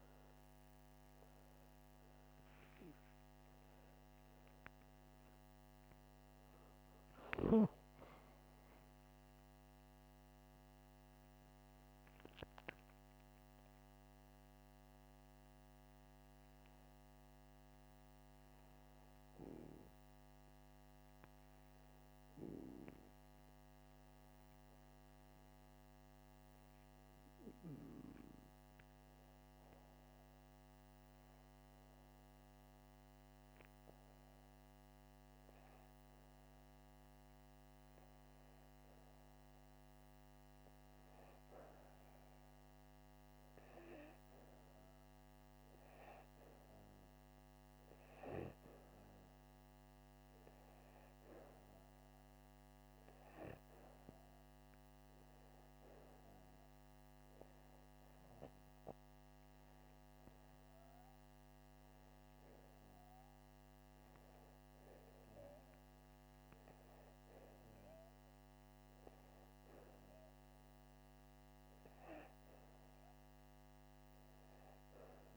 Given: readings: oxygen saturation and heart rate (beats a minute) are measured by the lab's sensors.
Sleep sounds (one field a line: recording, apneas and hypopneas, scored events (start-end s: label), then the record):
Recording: breathing in sleep by a microphone on the trachea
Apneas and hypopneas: 1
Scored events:
22.50-26.00 s: arousal
28.50-40.00 s: hypopnea (oxygen 97% before, 94% lowest, heart rate 84 before, 73 extreme)
42.00-45.00 s: arousal
46.00-62.00 s: oxygen desaturation (device-marked, oxygen 97% before, 94% lowest, heart rate 79 before, 78 extreme)
From the record:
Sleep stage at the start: N2 (light sleep)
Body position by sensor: upright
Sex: male